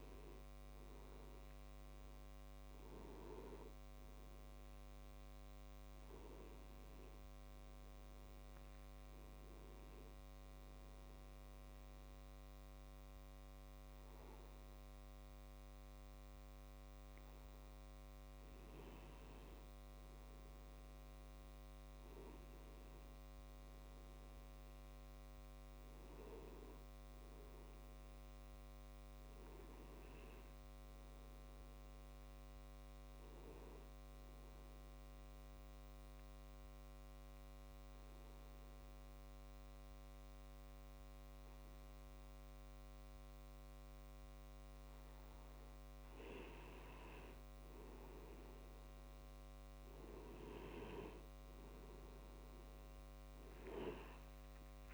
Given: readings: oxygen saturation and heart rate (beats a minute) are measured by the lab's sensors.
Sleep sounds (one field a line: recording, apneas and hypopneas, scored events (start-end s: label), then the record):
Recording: breathing in sleep by a microphone on the trachea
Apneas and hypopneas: 1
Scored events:
0.00-1.00 s: arousal
14.50-54.94 s: new sleep stage, N2 (light sleep)
35.50-46.50 s: obstructive apnea (oxygen 95% before, 91% lowest, heart rate 64 before, 53 extreme, up 27 after)
51.50-54.94 s: arousal
From the record:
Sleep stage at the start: N1 (lightest sleep)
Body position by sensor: on the back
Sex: male